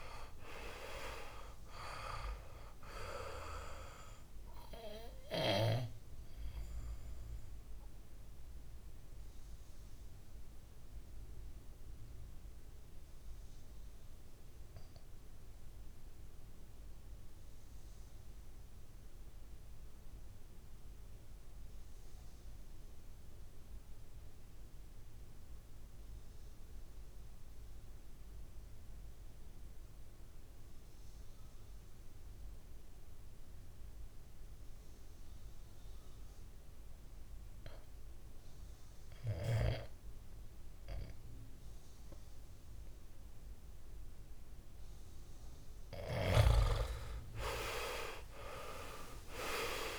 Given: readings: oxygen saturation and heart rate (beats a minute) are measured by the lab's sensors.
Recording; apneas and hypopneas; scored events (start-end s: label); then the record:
breathing in sleep by a room microphone; 1
0.00-23.50 s: oxygen desaturation (device-marked, oxygen 89% lowest, heart rate 57 extreme)
5.50-44.50 s: obstructive apnea (oxygen 99% before, 89% lowest, heart rate 68 before, 56 extreme, up 14 after)
25.50-49.99 s: new sleep stage, N2 (light sleep)
36.50-49.99 s: oxygen desaturation (device-marked, oxygen 99% before, 90% lowest, heart rate 62 before, 56 extreme)
47.50-49.99 s: arousal
From the record:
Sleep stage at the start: REM sleep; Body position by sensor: on the back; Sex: male